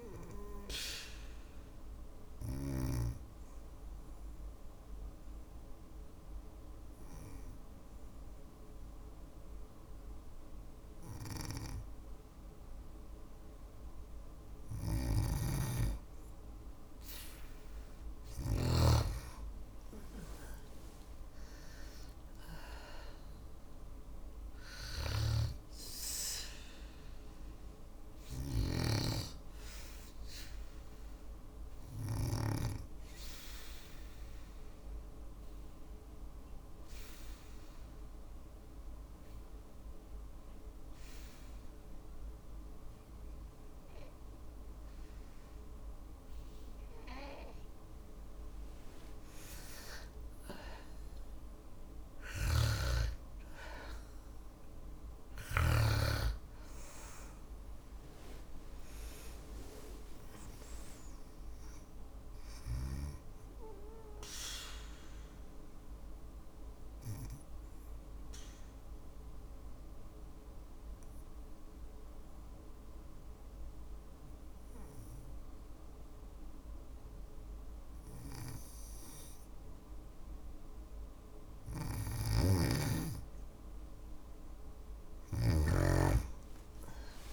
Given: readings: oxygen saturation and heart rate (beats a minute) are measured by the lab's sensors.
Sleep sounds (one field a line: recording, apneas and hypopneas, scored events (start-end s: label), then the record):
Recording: breathing in sleep by a room microphone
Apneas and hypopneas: 3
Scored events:
0.00-13.00 s: oxygen desaturation (device-marked, oxygen 93% lowest, heart rate 53 extreme)
2.50-13.50 s: obstructive apnea (oxygen 97% before, 91% lowest, heart rate 58 before, 53 extreme, up 6 after)
14.00-18.00 s: snoring (device-marked)
17.50-22.00 s: arousal
27.50-31.50 s: snoring (device-marked)
30.50-45.50 s: obstructive apnea (oxygen 97% before, 91% lowest, heart rate 56 before, 53 extreme, up 5 after)
47.50-51.50 s: arousal
51.50-55.00 s: snoring (device-marked)
55.00-79.00 s: oxygen desaturation (device-marked, oxygen 97% before, 91% lowest, heart rate 56 before, 52 extreme)
65.00-80.00 s: obstructive apnea (oxygen 97% before, 91% lowest, heart rate 57 before, 53 extreme, up 6 after)
81.00-84.50 s: snoring (device-marked)
85.50-87.33 s: arousal
From the record:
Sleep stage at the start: N2 (light sleep)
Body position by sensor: on the back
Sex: female